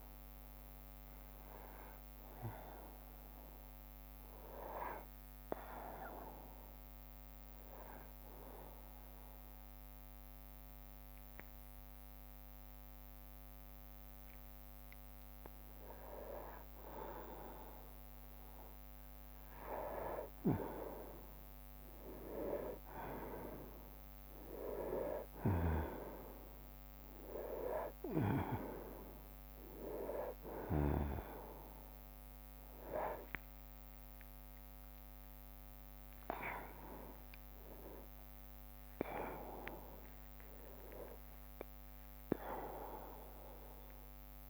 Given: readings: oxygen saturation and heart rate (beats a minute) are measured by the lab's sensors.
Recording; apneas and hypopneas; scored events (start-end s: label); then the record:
breathing in sleep by a microphone on the trachea; 1
0.00-14.00 s: oxygen desaturation (device-marked, oxygen 90% lowest, heart rate 55 extreme)
2.00-15.50 s: obstructive apnea (oxygen 98% before, 90% lowest, heart rate 68 before, 55 extreme, up 1 after)
11.00-16.00 s: bradycardia (device-marked, heart rate 69 before, 59 extreme)
18.00-23.00 s: bradycardia (device-marked, heart rate 69 before, 55 extreme)
33.50-37.50 s: arousal
From the record:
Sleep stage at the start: N2 (light sleep); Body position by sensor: on the right side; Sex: male